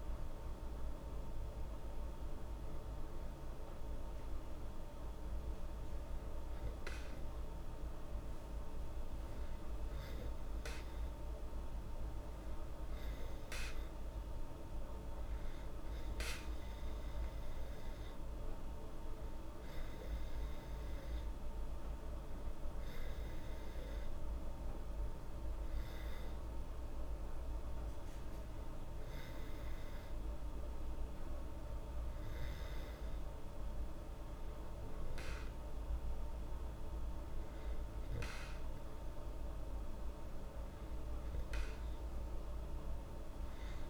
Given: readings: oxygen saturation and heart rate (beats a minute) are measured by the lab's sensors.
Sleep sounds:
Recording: breathing in sleep, hard to hear, by a room microphone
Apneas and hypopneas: none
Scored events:
none scored
From the record:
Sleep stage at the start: N2 (light sleep)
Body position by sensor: on the back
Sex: female

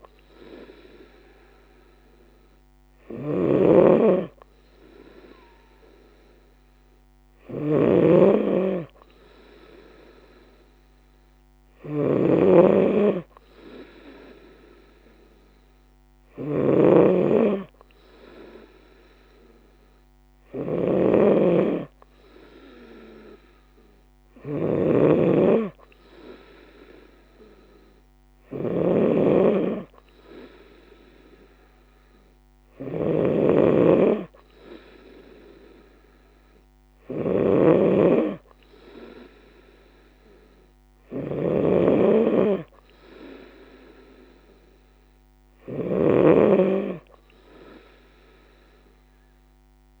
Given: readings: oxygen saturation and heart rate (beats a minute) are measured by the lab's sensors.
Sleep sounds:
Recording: breathing in sleep by a microphone on the trachea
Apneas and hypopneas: none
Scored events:
0.00-50.00 s: snoring (device-marked)
From the record:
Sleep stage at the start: N3 (deep sleep)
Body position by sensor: on the right side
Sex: female

